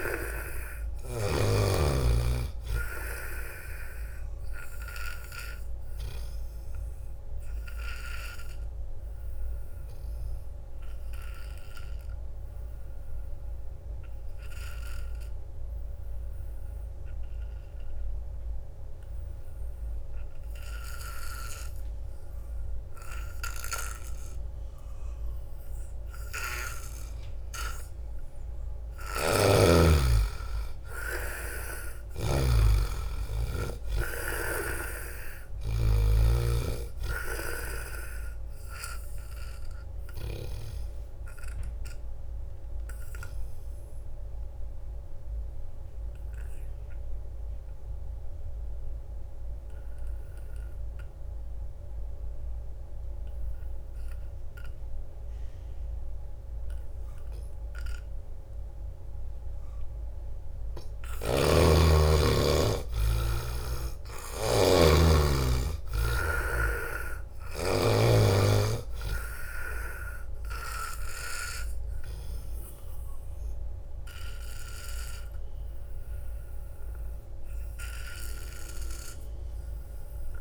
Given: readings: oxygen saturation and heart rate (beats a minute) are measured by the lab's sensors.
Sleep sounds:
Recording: breathing in sleep by a room microphone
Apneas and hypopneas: 2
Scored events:
0.00-1.50 s: snoring (device-marked)
0.00-16.50 s: oxygen desaturation (device-marked, oxygen 80% lowest)
4.00-27.50 s: obstructive apnea (oxygen 98% before, 80% lowest)
15.00-17.00 s: long interval between heartbeats (device-marked)
26.00-40.50 s: snoring (device-marked)
26.50-28.50 s: long interval between heartbeats (device-marked)
28.50-52.50 s: oxygen desaturation (device-marked, oxygen 98% before, 80% lowest)
29.50-33.00 s: arousal
38.00-59.50 s: obstructive apnea (oxygen 98% before, 80% lowest)
55.50-57.50 s: long interval between heartbeats (device-marked)
58.50-60.50 s: long interval between heartbeats (device-marked)
61.00-63.00 s: long interval between heartbeats (device-marked)
61.00-65.00 s: arousal
61.00-68.00 s: snoring (device-marked)
63.50-80.41 s: oxygen desaturation (device-marked, oxygen 97% before, 82% lowest)
75.00-77.00 s: long interval between heartbeats (device-marked)
From the record:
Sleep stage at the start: N2 (light sleep)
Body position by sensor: on the back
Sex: male

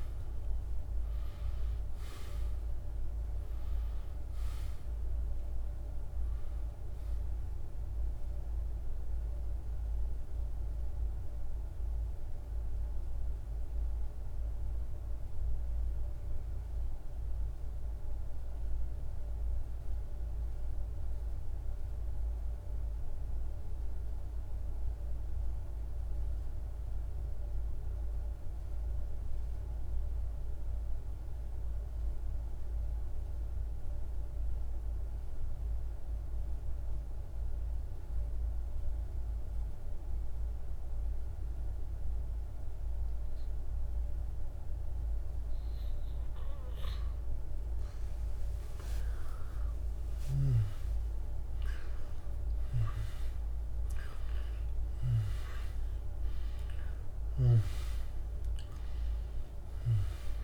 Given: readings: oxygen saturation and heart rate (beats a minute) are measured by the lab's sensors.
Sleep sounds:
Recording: breathing in sleep, hard to hear, by a room microphone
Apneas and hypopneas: 1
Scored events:
0.00-21.50 s: oxygen desaturation (device-marked, oxygen 88% lowest, heart rate 49 extreme)
7.00-43.50 s: mixed apnea (oxygen 99% before, 88% lowest, heart rate 56 before, 49 extreme, up 5 after)
38.50-60.44 s: oxygen desaturation (device-marked, oxygen 99% before, 89% lowest, heart rate 51 before, 50 extreme)
46.50-49.50 s: arousal
From the record:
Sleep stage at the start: N2 (light sleep)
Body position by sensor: on the back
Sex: male

